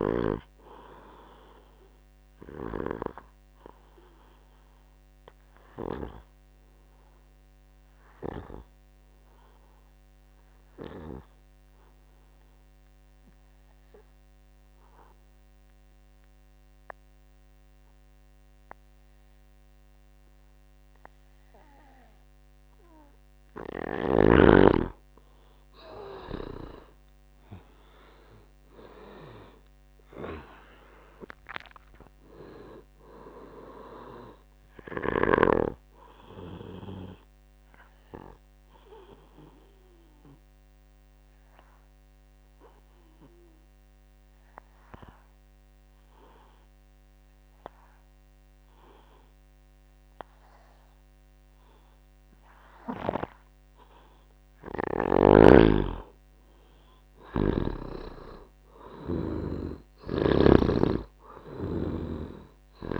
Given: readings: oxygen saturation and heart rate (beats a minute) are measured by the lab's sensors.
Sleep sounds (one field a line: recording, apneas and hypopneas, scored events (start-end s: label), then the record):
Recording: breathing in sleep by a microphone on the trachea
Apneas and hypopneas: 2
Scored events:
0.00-18.00 s: oxygen desaturation (device-marked, oxygen 85% lowest, heart rate 55 extreme)
3.50-23.00 s: obstructive apnea (oxygen 99% before, 85% lowest, heart rate 72 before, 54 extreme, up 14 after)
25.50-29.50 s: arousal
31.00-53.00 s: oxygen desaturation (device-marked, oxygen 99% before, 87% lowest, heart rate 70 before, 54 extreme)
39.00-54.00 s: obstructive apnea (oxygen 99% before, 87% lowest, heart rate 75 before, 56 extreme, up 30 after)
56.50-60.00 s: arousal
58.00-63.00 s: oxygen desaturation (device-marked, oxygen 99% before, 87% lowest, heart rate 63 before, 57 extreme)
60.00-63.00 s: snoring (device-marked)
From the record:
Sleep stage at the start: N2 (light sleep)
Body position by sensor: on the back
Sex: male